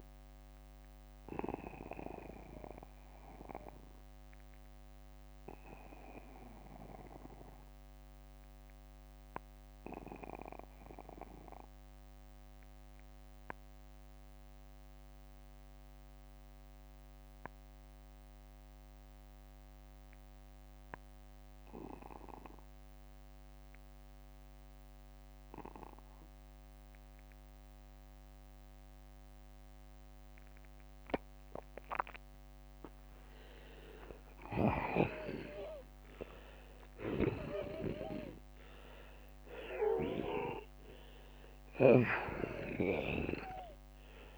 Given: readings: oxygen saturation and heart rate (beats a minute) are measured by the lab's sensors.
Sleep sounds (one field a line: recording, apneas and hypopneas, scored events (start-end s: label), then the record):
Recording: breathing in sleep by a microphone on the trachea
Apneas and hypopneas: 1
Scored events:
0.00-20.00 s: oxygen desaturation (device-marked, oxygen 81% lowest, heart rate 40 extreme)
1.50-3.50 s: long interval between heartbeats (device-marked, heart rate 60 before, 60 extreme)
1.50-32.00 s: obstructive apnea (oxygen 96% before, 81% lowest, heart rate 60 before, 40 extreme, up 17 after)
33.50-38.50 s: arousal
41.00-44.38 s: snoring (device-marked)
From the record:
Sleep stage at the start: N2 (light sleep)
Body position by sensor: on the back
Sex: male